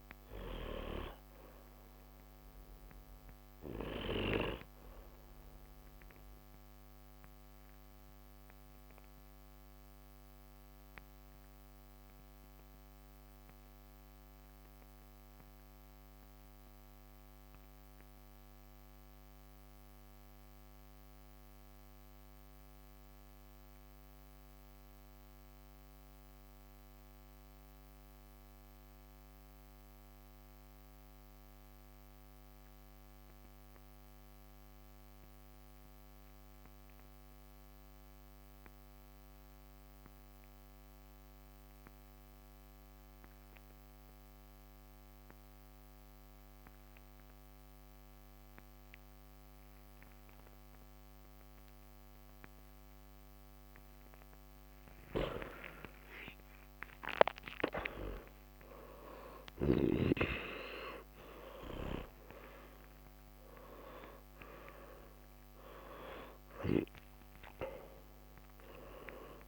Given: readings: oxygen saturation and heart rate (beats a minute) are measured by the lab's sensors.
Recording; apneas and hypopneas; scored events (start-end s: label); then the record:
breathing in sleep by a microphone on the trachea; 1
0.00-15.50 s: oxygen desaturation (device-marked, oxygen 89% lowest, heart rate 47 extreme)
6.00-52.00 s: mixed apnea (oxygen 97% before, 87% lowest, heart rate 65 before, 47 extreme, up 12 after)
48.50-69.48 s: oxygen desaturation (device-marked, oxygen 97% before, 87% lowest, heart rate 52 before, 44 extreme)
53.50-57.50 s: arousal
From the record:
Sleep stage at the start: N2 (light sleep); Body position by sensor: on the back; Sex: male